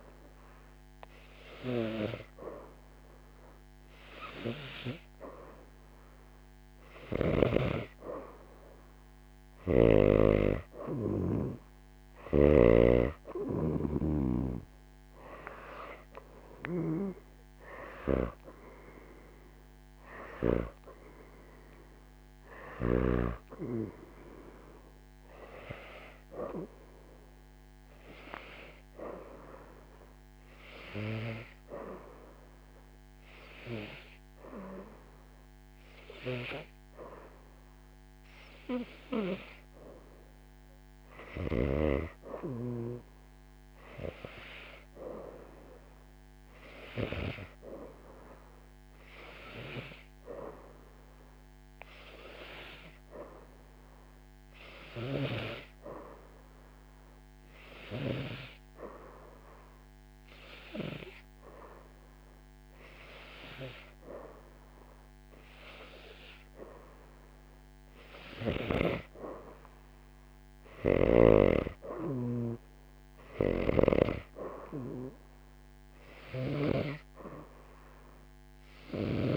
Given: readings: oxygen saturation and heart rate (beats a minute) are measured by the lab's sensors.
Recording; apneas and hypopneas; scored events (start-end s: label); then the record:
breathing in sleep by a microphone on the trachea; none
0.00-12.00 s: oxygen desaturation (device-marked, oxygen 92% lowest, heart rate 88 extreme)
12.00-20.50 s: snoring (device-marked)
17.50-21.50 s: arousal
47.00-59.00 s: oxygen desaturation (device-marked, oxygen 97% before, 93% lowest, heart rate 91 before, 87 extreme)
76.00-79.36 s: snoring (device-marked)
From the record:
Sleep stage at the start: N2 (light sleep); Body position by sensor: on the right side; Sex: female